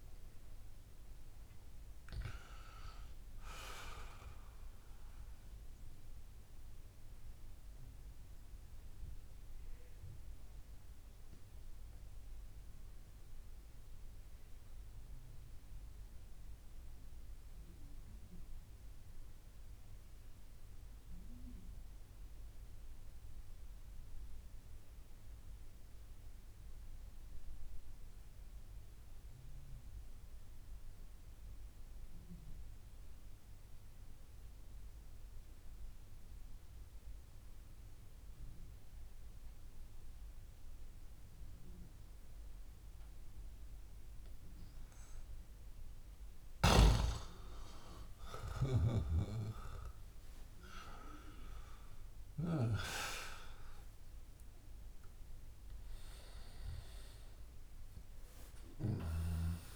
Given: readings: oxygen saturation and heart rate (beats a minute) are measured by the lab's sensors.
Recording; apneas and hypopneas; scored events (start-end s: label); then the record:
breathing in sleep by a room microphone; 1
0.00-23.00 s: oxygen desaturation (device-marked, oxygen 90% lowest)
6.50-46.50 s: mixed apnea (oxygen 97% before, 90% lowest)
42.00-57.00 s: oxygen desaturation (device-marked, oxygen 97% before, 93% lowest)
48.00-52.50 s: arousal
From the record:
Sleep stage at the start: N2 (light sleep); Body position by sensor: on the back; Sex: male